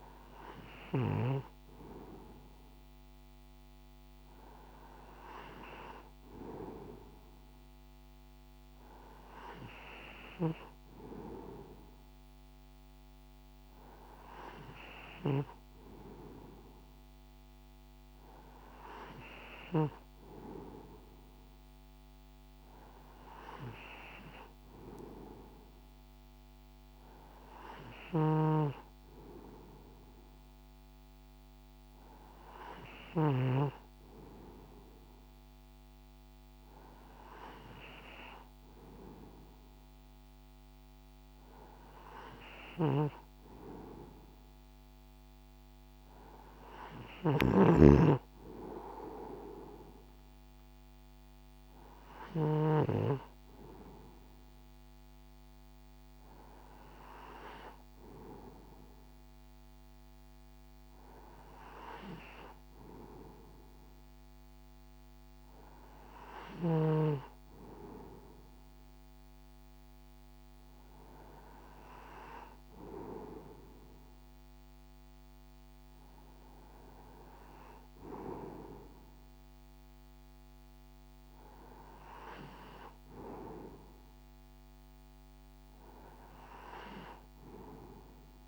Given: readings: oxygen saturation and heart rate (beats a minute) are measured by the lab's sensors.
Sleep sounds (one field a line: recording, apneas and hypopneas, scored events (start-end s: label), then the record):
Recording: breathing in sleep by a microphone on the trachea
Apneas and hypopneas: none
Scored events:
27.50-33.00 s: snoring (device-marked)
42.50-52.50 s: snoring (device-marked)
From the record:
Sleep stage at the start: N2 (light sleep)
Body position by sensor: on the right side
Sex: male